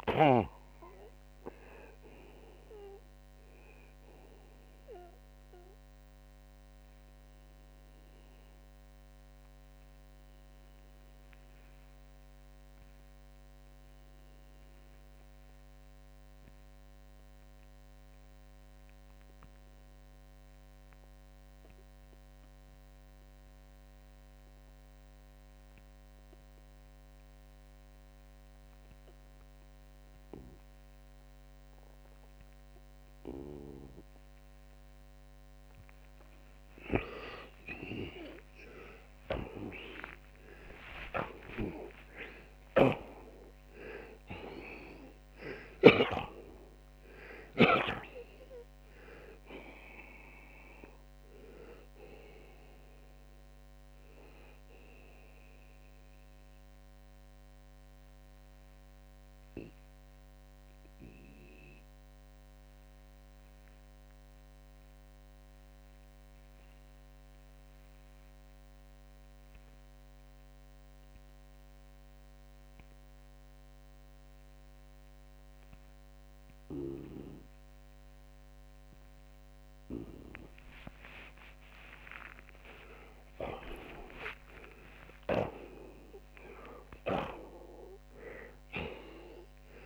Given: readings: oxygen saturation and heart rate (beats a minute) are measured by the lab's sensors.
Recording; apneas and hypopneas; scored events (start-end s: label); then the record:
breathing in sleep by a microphone on the trachea; 2
5.50-35.50 s: obstructive apnea (oxygen 91% before, 78% lowest)
18.00-38.00 s: oxygen desaturation (device-marked, oxygen 88% before, 80% lowest)
37.50-41.50 s: arousal
42.00-45.50 s: snoring (device-marked)
44.00-59.00 s: oxygen desaturation (device-marked, oxygen 92% before, 86% lowest)
56.00-81.00 s: mixed apnea (oxygen 92% before, 78% lowest)
64.00-85.00 s: oxygen desaturation (device-marked, oxygen 87% before, 78% lowest)
83.00-87.50 s: arousal
From the record:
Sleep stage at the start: N2 (light sleep); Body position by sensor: on the back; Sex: male